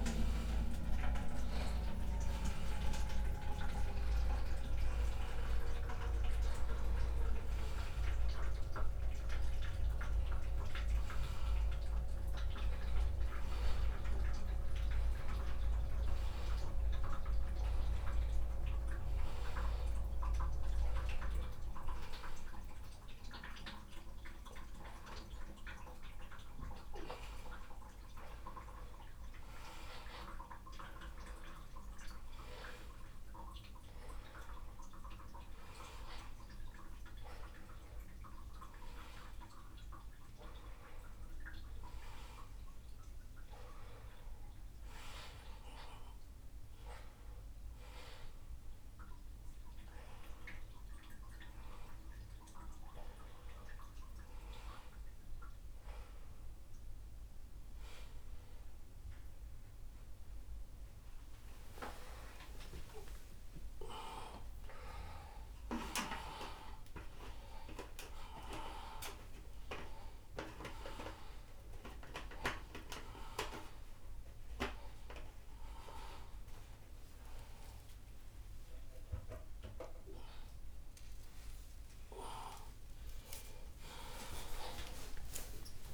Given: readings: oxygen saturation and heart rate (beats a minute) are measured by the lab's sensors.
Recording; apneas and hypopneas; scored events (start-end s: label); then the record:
a person awake in a sleep study, by a room microphone; none
0.00-5.50 s: bradycardia (device-marked)
5.50-7.50 s: long interval between heartbeats (device-marked, heart rate 117 before, 45 extreme)
12.00-14.00 s: long interval between heartbeats (device-marked, heart rate 97 before, 128 extreme)
17.50-19.50 s: long interval between heartbeats (device-marked, heart rate 96 before, 96 extreme)
25.00-27.00 s: long interval between heartbeats (device-marked, heart rate 102 before, 109 extreme)
30.50-32.50 s: long interval between heartbeats (device-marked, heart rate 112 before, 108 extreme)
46.00-48.00 s: long interval between heartbeats (device-marked, heart rate 105 before, 108 extreme)
65.00-67.00 s: long interval between heartbeats (device-marked, heart rate 105 before, 108 extreme)
77.00-79.00 s: long interval between heartbeats (device-marked, heart rate 102 before, 110 extreme)
82.50-84.50 s: long interval between heartbeats (device-marked, heart rate 107 before, 127 extreme)
84.50-85.94 s: long interval between heartbeats (device-marked, heart rate 110 before, 149 extreme)
From the record:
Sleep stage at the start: awake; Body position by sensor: upright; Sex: male